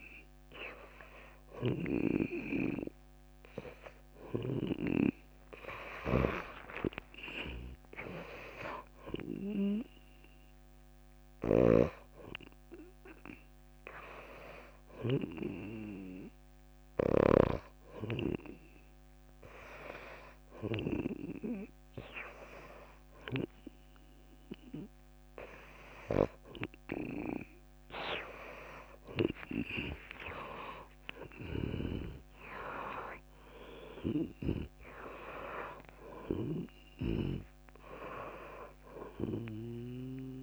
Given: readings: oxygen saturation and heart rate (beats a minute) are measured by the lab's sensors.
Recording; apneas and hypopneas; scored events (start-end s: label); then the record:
breathing in sleep by a microphone on the trachea; 1
0.00-4.00 s: oxygen desaturation (device-marked, oxygen 85% lowest)
2.00-5.50 s: snoring (device-marked)
11.00-24.50 s: hypopnea (oxygen 96% before, 84% lowest)
26.00-40.43 s: oxygen desaturation (device-marked, oxygen 95% before, 92% lowest)
29.50-33.50 s: arousal
30.50-35.00 s: snoring (device-marked)
From the record:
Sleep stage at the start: N2 (light sleep); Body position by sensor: on the back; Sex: female